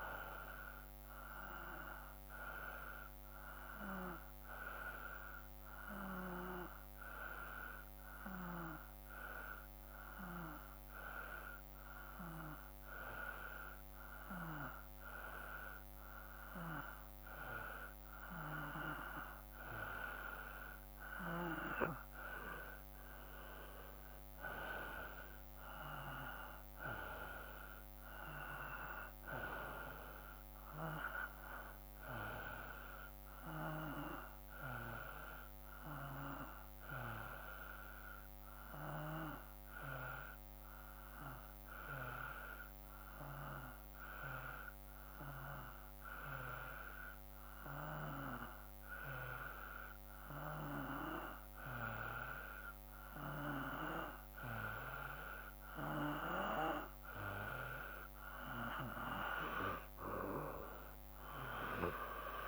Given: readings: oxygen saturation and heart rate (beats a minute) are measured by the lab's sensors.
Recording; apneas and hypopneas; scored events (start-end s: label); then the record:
breathing in sleep by a microphone on the trachea; 2
0.00-8.50 s: oxygen desaturation (device-marked, oxygen 91% lowest, heart rate 56 extreme)
3.50-19.50 s: hypopnea (oxygen 94% before, 91% lowest, heart rate 56 before, 54 extreme, up 2 after)
24.00-28.50 s: arousal
38.50-56.00 s: hypopnea (oxygen 94% before, 91% lowest, heart rate 57 before, 54 extreme, up 3 after)
56.50-62.48 s: oxygen desaturation (device-marked, oxygen 95% before, 91% lowest, heart rate 55 before, 54 extreme)
60.50-62.48 s: arousal
From the record:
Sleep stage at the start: N2 (light sleep); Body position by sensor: on the back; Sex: male